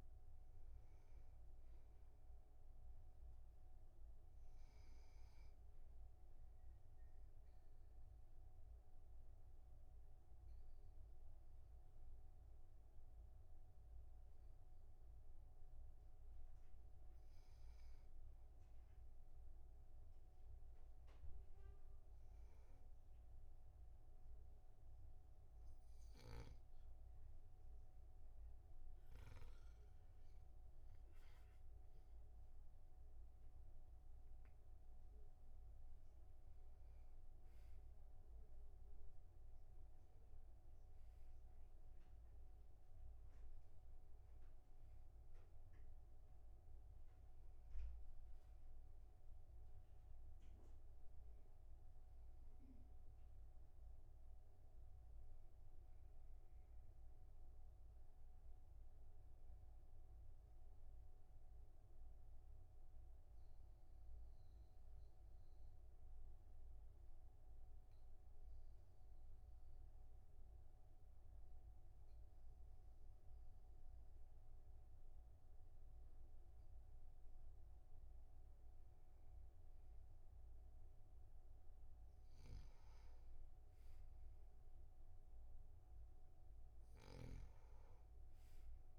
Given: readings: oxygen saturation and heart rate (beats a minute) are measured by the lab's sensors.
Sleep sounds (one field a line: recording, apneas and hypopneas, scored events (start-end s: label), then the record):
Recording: breathing in sleep, hard to hear, by a room microphone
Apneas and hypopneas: 2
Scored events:
7.00-17.50 s: obstructive apnea (oxygen 99% before, 96% lowest, heart rate 53 before, 40 extreme, up 15 after)
61.00-77.50 s: obstructive apnea (oxygen 98% before, 96% lowest, heart rate 51 before, 43 extreme, up 6 after)
81.00-85.50 s: arousal
87.50-88.99 s: snoring (device-marked)
From the record:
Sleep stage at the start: N2 (light sleep)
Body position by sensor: on the back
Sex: male